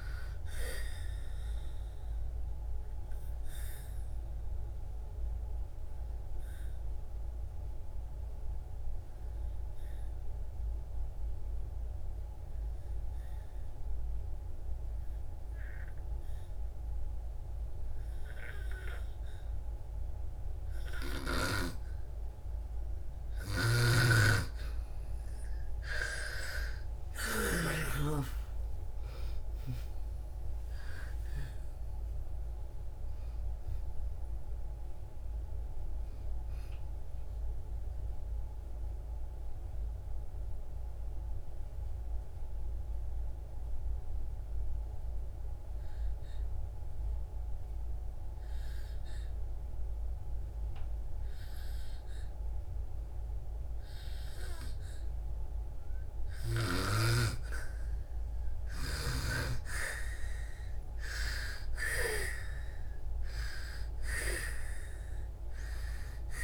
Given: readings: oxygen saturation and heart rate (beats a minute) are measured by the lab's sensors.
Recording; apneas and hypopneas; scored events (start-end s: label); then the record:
breathing in sleep by a room microphone; 2
0.00-16.00 s: oxygen desaturation (device-marked, oxygen 86% lowest)
1.00-21.50 s: obstructive apnea (oxygen 97% before, 83% lowest)
22.00-53.00 s: oxygen desaturation (device-marked, oxygen 97% before, 83% lowest)
23.00-27.50 s: snoring (device-marked)
25.50-30.00 s: arousal
37.00-56.00 s: obstructive apnea (oxygen 97% before, 83% lowest)
58.50-63.00 s: arousal
59.00-66.44 s: oxygen desaturation (device-marked, oxygen 98% before, 88% lowest)
From the record:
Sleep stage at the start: N2 (light sleep); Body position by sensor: on the back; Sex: female